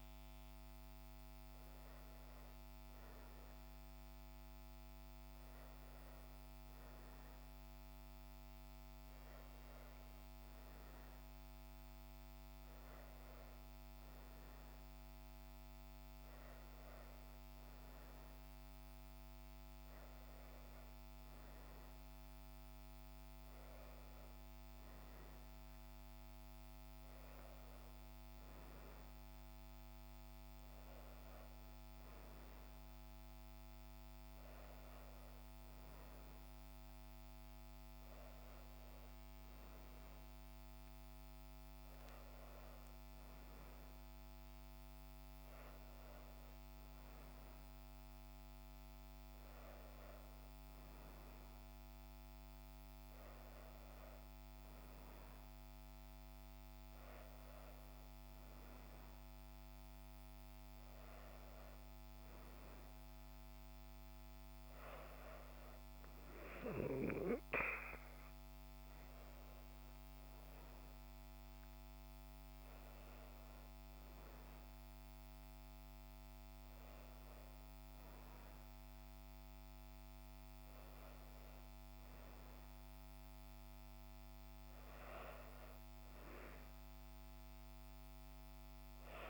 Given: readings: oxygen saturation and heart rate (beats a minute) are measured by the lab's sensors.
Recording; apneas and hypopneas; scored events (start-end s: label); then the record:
breathing in sleep, hard to hear, by a microphone on the trachea; none
none scored
From the record:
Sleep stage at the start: N2 (light sleep); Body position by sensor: on the back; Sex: female